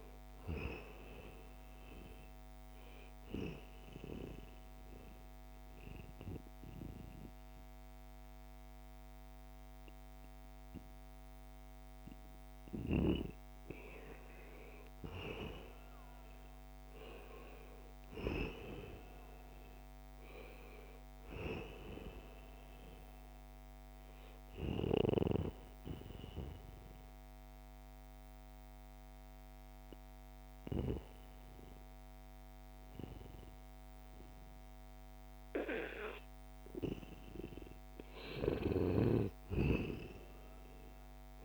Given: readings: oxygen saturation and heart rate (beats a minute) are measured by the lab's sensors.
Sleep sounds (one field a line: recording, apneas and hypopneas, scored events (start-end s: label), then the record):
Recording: breathing in sleep by a microphone on the trachea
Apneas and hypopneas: 2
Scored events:
3.00-14.00 s: mixed apnea (oxygen 94% before, 89% lowest, heart rate 77 before, 72 extreme, up 2 after)
16.00-19.50 s: arousal
22.50-36.50 s: obstructive apnea (oxygen 94% before, 88% lowest, heart rate 75 before, 72 extreme, up 0 after)
38.00-41.45 s: arousal
From the record:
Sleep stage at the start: N1 (lightest sleep)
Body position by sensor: on the back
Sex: male